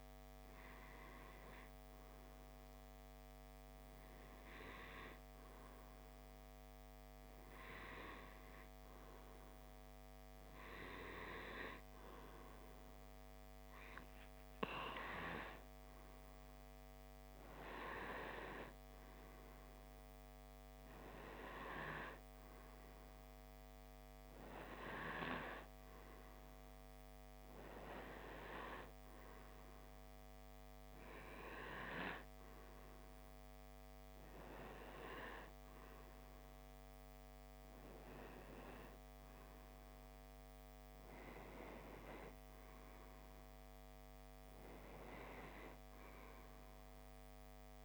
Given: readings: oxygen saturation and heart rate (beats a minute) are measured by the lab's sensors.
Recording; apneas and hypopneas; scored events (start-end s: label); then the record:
breathing in sleep by a microphone on the trachea; none
none scored
From the record:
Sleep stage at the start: N2 (light sleep); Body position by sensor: on the left side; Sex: male